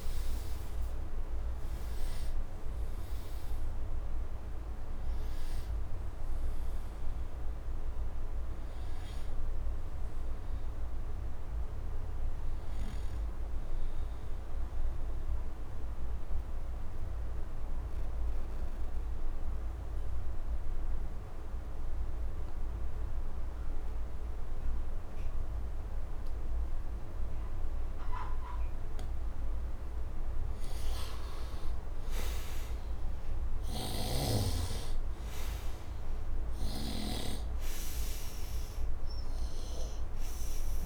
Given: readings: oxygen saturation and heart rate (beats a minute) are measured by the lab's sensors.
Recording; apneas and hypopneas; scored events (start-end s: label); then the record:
breathing in sleep, hard to hear, by a room microphone; 1
0.00-24.50 s: oxygen desaturation (device-marked, oxygen 83% lowest, heart rate 71 extreme)
15.50-30.50 s: obstructive apnea (oxygen 96% before, 83% lowest, heart rate 77 before, 75 extreme, up 5 after)
33.00-37.50 s: arousal
34.00-40.86 s: snoring (device-marked)
37.50-40.86 s: oxygen desaturation (device-marked, oxygen 99% before, 85% lowest, heart rate 78 before, 75 extreme)
From the record:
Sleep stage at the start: N2 (light sleep); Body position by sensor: on the right side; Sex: male